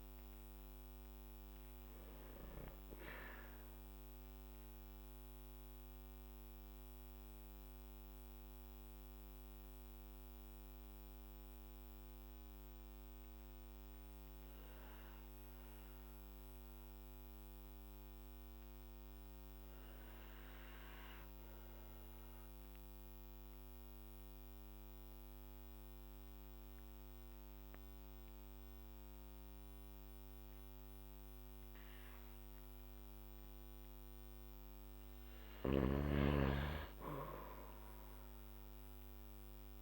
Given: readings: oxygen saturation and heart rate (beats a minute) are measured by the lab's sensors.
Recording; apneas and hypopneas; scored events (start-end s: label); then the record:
breathing in sleep by a microphone on the trachea; 1
0.00-27.50 s: oxygen desaturation (device-marked, oxygen 85% lowest, heart rate 48 extreme)
4.50-34.00 s: mixed apnea (oxygen 99% before, 85% lowest, heart rate 59 before, 48 extreme, up 1 after)
36.50-39.82 s: arousal
From the record:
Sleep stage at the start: N2 (light sleep); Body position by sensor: on the back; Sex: male